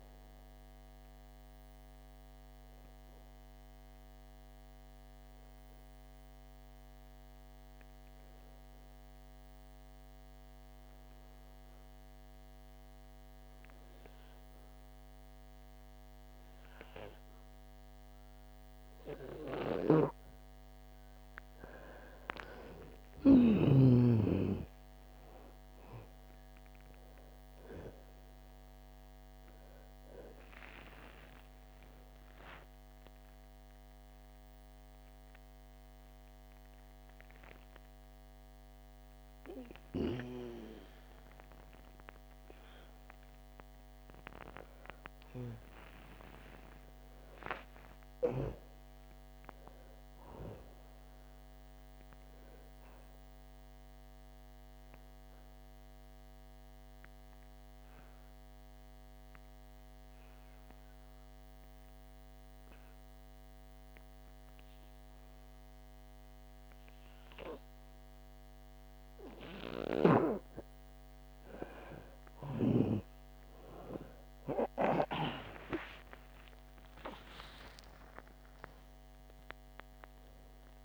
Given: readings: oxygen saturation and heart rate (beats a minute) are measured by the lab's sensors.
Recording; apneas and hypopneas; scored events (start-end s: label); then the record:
breathing in sleep by a microphone on the trachea; 2
0.00-11.50 s: oxygen desaturation (device-marked, oxygen 89% lowest, heart rate 59 extreme)
1.00-20.00 s: obstructive apnea (oxygen 95% before, 87% lowest, heart rate 86 before, 59 extreme, up 19 after)
19.50-51.50 s: oxygen desaturation (device-marked, oxygen 98% before, 87% lowest, heart rate 63 before, 60 extreme)
22.00-26.00 s: arousal
46.50-50.50 s: arousal
53.00-69.50 s: obstructive apnea (oxygen 98% before, 85% lowest)
71.50-80.85 s: oxygen desaturation (device-marked, oxygen 97% before, 85% lowest)
74.50-80.50 s: arousal
From the record:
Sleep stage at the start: N2 (light sleep); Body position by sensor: on the back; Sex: female